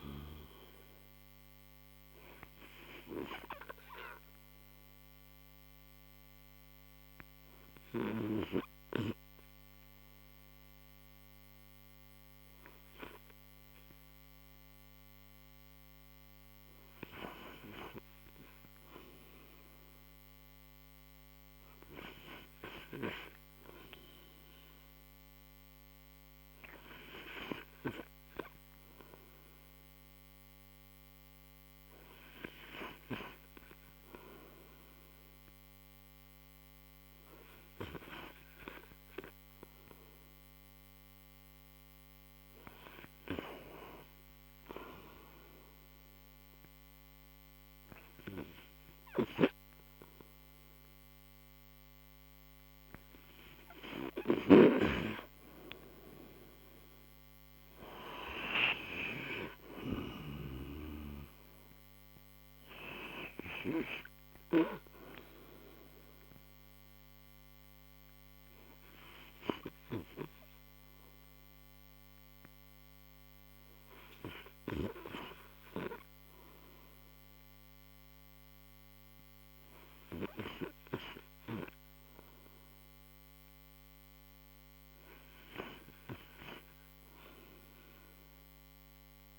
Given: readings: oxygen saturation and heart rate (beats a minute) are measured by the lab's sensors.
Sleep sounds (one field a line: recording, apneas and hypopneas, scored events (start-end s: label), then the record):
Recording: breathing in sleep by a microphone on the trachea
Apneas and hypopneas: 2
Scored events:
2.00-15.50 s: obstructive apnea (oxygen 95% before, 87% lowest, heart rate 80 before, 53 extreme, up 23 after)
3.50-89.39 s: new sleep stage, REM sleep
17.50-20.50 s: arousal
18.50-25.50 s: oxygen desaturation (device-marked, oxygen 96% before, 91% lowest, heart rate 71 before, 70 extreme)
27.50-51.50 s: oxygen desaturation (device-marked, oxygen 96% before, 87% lowest, heart rate 69 before, 69 extreme)
44.50-55.00 s: obstructive apnea (oxygen 96% before, 88% lowest, heart rate 78 before, 69 extreme, up 9 after)
56.50-60.00 s: arousal
From the record:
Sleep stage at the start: N2 (light sleep)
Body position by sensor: on the right side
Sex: male